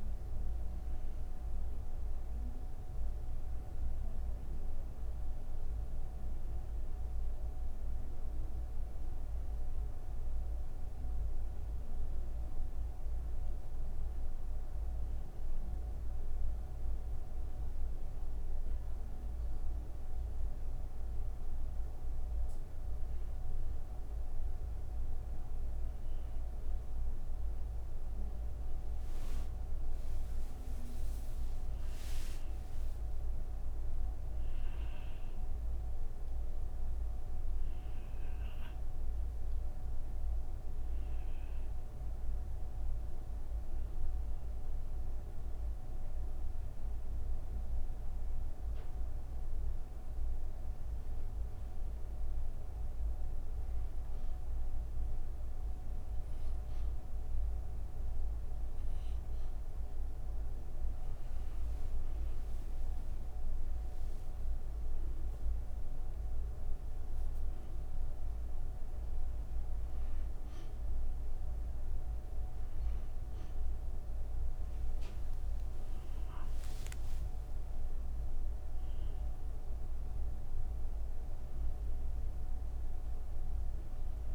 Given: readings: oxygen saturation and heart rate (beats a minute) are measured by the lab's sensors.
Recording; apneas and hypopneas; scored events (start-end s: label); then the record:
breathing in sleep, hard to hear, by a room microphone; 2
18.50-30.00 s: hypopnea (oxygen 94% before, 91% lowest, heart rate 51 before, 48 extreme, up 3 after)
51.50-68.50 s: oxygen desaturation (device-marked, oxygen 94% before, 91% lowest, heart rate 55 before, 56 extreme)
52.50-62.50 s: hypopnea (oxygen 96% before, 91% lowest, heart rate 55 before, 56 extreme, up 9 after)
From the record:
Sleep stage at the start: N2 (light sleep); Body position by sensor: on the back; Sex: female